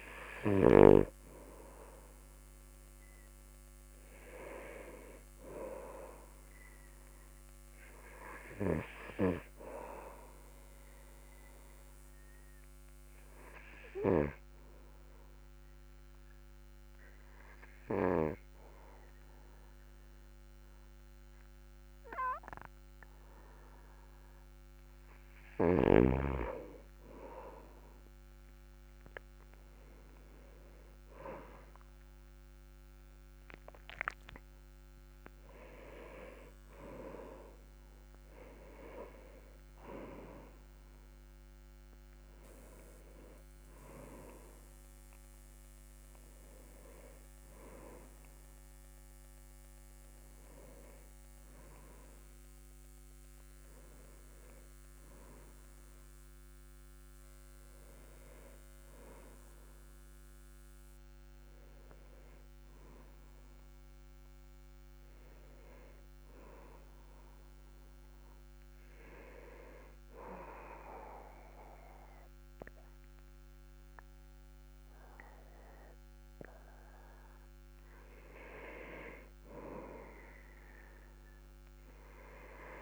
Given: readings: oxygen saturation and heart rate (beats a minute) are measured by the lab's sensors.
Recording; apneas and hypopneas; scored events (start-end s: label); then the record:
breathing in sleep by a microphone on the trachea; 2
12.00-25.50 s: obstructive apnea (oxygen 97% before, 93% lowest, heart rate 47 before, 43 extreme, up 17 after)
28.00-32.00 s: arousal
44.50-57.50 s: oxygen desaturation (device-marked, oxygen 97% before, 93% lowest, heart rate 55 before, 45 extreme)
60.50-64.50 s: arousal
67.50-78.50 s: hypopnea (oxygen 97% before, 94% lowest, heart rate 48 before, 44 extreme, up 8 after)
80.50-82.82 s: arousal
From the record:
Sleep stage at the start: N2 (light sleep); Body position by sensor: on the back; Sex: male